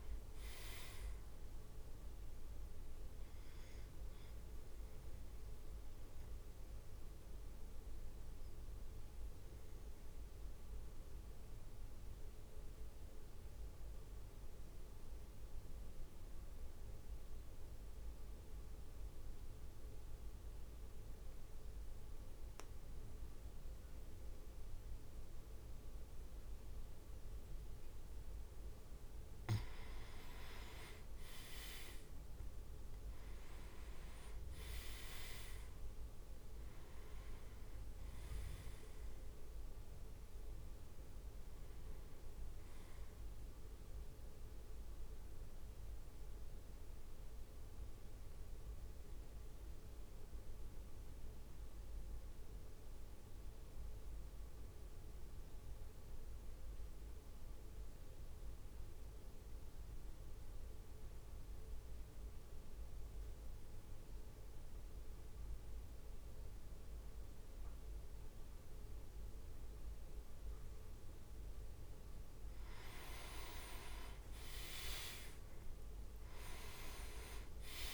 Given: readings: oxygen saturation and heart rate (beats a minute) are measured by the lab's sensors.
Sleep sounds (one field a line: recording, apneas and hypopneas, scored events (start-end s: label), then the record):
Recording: breathing in sleep by a room microphone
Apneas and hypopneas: 2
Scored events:
0.00-4.00 s: oxygen desaturation (device-marked, oxygen 95% lowest, heart rate 49 extreme)
0.00-6.00 s: drop in pulse transit time (device-marked, heart rate 52 extreme)
5.50-27.50 s: mixed apnea (oxygen 99% before, 94% lowest, heart rate 56 before, 51 extreme, up 3 after)
31.00-35.00 s: arousal
31.00-44.00 s: drop in pulse transit time (device-marked, heart rate 54 before, 52 extreme)
33.00-43.00 s: oxygen desaturation (device-marked, oxygen 99% before, 95% lowest, heart rate 55 before, 51 extreme)
33.50-35.50 s: leg movement (device-marked)
44.50-70.50 s: mixed apnea (oxygen 99% before, 93% lowest, heart rate 55 before, 49 extreme, up 5 after)
72.50-77.50 s: arousal
73.00-75.00 s: leg movement (device-marked)
74.00-77.94 s: oxygen desaturation (device-marked, oxygen 99% before, 94% lowest, heart rate 54 before, 49 extreme)
75.00-77.94 s: drop in pulse transit time (device-marked, heart rate 54 before, 55 extreme)
76.50-77.94 s: leg movement (device-marked)
From the record:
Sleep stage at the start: N2 (light sleep)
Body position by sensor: on the back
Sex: male